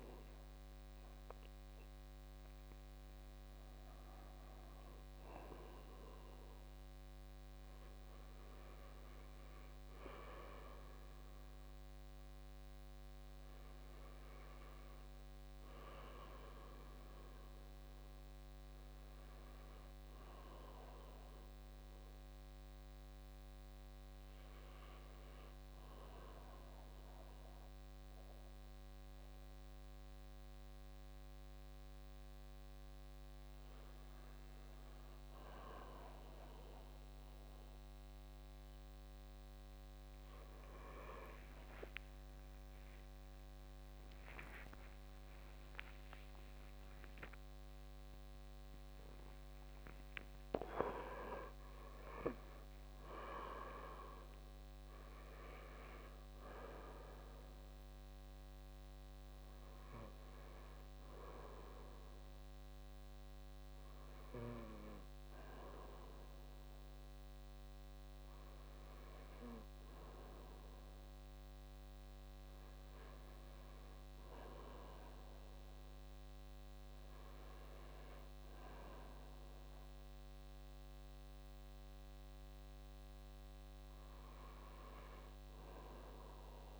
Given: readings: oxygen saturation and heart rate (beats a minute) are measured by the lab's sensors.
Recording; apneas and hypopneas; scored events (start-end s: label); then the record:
breathing in sleep by a microphone on the trachea; 1
16.50-19.50 s: arousal
23.50-38.50 s: hypopnea (oxygen 96% before, 93% lowest, heart rate 62 before, 57 extreme, up 8 after)
40.50-44.00 s: arousal
From the record:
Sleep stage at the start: N1 (lightest sleep); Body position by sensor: on the right side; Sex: male